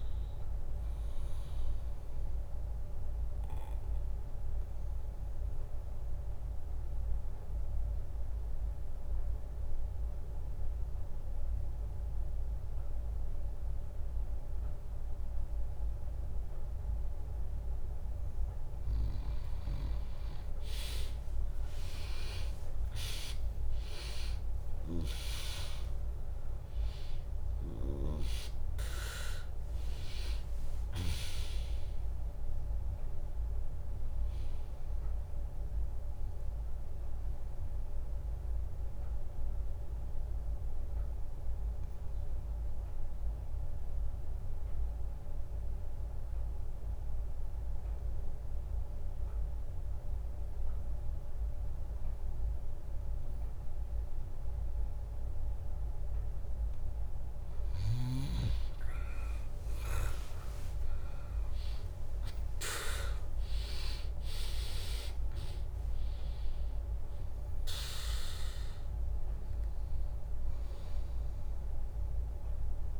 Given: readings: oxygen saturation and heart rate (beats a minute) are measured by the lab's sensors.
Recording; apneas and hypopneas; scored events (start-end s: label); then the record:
breathing in sleep by a room microphone; 2
0.00-7.50 s: oxygen desaturation (device-marked, oxygen 95% lowest, heart rate 60 extreme)
2.00-18.00 s: obstructive apnea (oxygen 100% before, 95% lowest, heart rate 80 before, 60 extreme)
20.50-24.50 s: arousal
24.50-37.50 s: drop in pulse transit time (device-marked, heart rate 73 before, 63 extreme)
24.50-45.50 s: oxygen desaturation (device-marked, oxygen 100% before, 96% lowest, heart rate 73 before, 60 extreme)
36.50-55.50 s: obstructive apnea (oxygen 100% before, 96% lowest, heart rate 71 before, 60 extreme, up 4 after)
60.00-64.50 s: arousal
62.50-71.50 s: oxygen desaturation (device-marked, oxygen 100% before, 96% lowest, heart rate 67 before, 62 extreme)
62.50-73.00 s: drop in pulse transit time (device-marked, heart rate 67 before, 64 extreme)
From the record:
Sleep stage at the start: N2 (light sleep); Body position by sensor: on the back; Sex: female